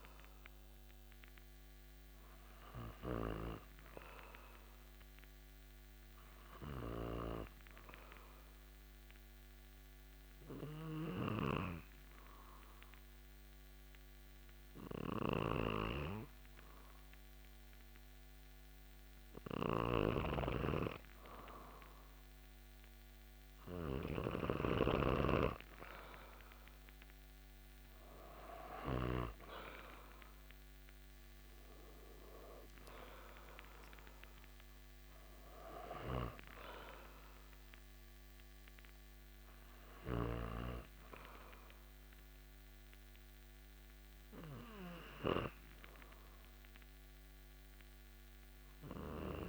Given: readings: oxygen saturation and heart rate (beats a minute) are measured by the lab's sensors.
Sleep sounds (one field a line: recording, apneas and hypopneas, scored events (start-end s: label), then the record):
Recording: breathing in sleep by a microphone on the trachea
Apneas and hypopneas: 1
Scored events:
5.50-20.50 s: obstructive apnea (oxygen 98% before, 94% lowest)
19.50-24.50 s: snoring (device-marked)
23.00-26.50 s: arousal
31.50-49.49 s: oxygen desaturation (device-marked, oxygen 97% before, 94% lowest)
From the record:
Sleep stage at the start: N2 (light sleep)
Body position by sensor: on the back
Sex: male